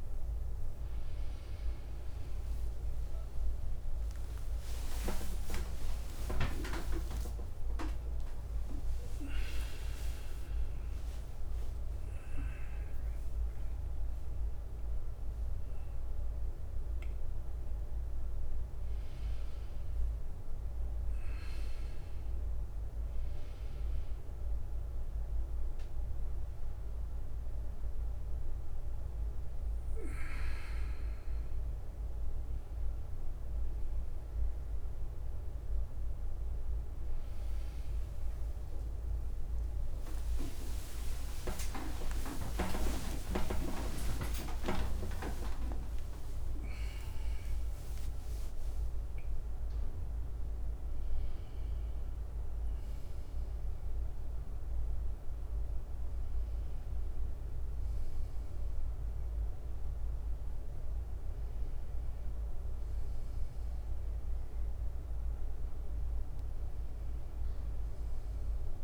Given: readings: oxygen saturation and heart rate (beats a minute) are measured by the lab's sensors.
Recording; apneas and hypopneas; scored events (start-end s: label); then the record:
a person partly awake in a sleep study, by a room microphone; none
0.00-10.00 s: tachycardia (device-marked, heart rate 58 before, 152 extreme)
1.50-11.50 s: leg movement (device-marked)
2.50-4.50 s: long interval between heartbeats (device-marked, heart rate 66 before, 85 extreme)
4.50-6.50 s: long interval between heartbeats (device-marked, heart rate 69 before, 134 extreme)
6.00-19.00 s: drop in pulse transit time (device-marked, heart rate 76 before, 77 extreme)
8.00-10.00 s: long interval between heartbeats (device-marked, heart rate 84 before, 135 extreme)
12.00-14.00 s: long interval between heartbeats (device-marked, heart rate 95 before, 99 extreme)
12.00-68.84 s: new sleep stage, N1 (lightest sleep)
27.00-31.00 s: bradycardia (device-marked, heart rate 60 before, 58 extreme)
35.00-56.00 s: drop in pulse transit time (device-marked, heart rate 67 before, 60 extreme)
38.50-43.00 s: arousal
39.00-49.00 s: leg movement (device-marked)
40.00-42.00 s: long interval between heartbeats (device-marked, heart rate 63 before, 71 extreme)
40.00-45.00 s: tachycardia (device-marked, heart rate 60 before, 123 extreme)
42.00-44.00 s: long interval between heartbeats (device-marked, heart rate 64 before, 99 extreme)
44.50-46.50 s: long interval between heartbeats (device-marked, heart rate 68 before, 123 extreme)
59.00-68.84 s: bradycardia (device-marked, heart rate 61 before, 57 extreme)
From the record:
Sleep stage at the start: awake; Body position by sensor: on the back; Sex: male